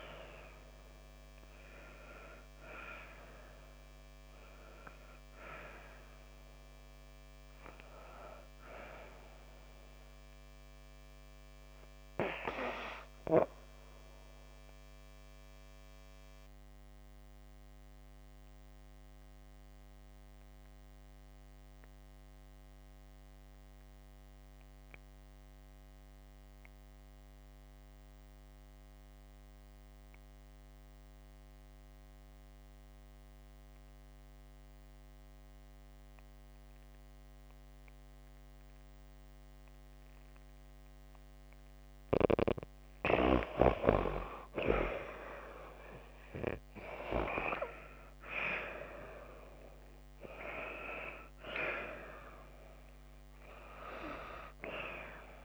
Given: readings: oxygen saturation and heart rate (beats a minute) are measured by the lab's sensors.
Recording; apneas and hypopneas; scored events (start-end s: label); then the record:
breathing in sleep by a microphone on the trachea; 1
0.00-1.50 s: arousal
14.50-40.50 s: obstructive apnea (oxygen 96% before, 85% lowest, heart rate 62 before, 52 extreme, up 22 after)
28.00-44.00 s: oxygen desaturation (device-marked, oxygen 95% before, 89% lowest, heart rate 57 before, 52 extreme)
44.00-49.00 s: arousal
54.00-55.45 s: oxygen desaturation (device-marked, oxygen 98% before, 85% lowest, heart rate 60 before, 52 extreme)
From the record:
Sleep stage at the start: N2 (light sleep); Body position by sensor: on the back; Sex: female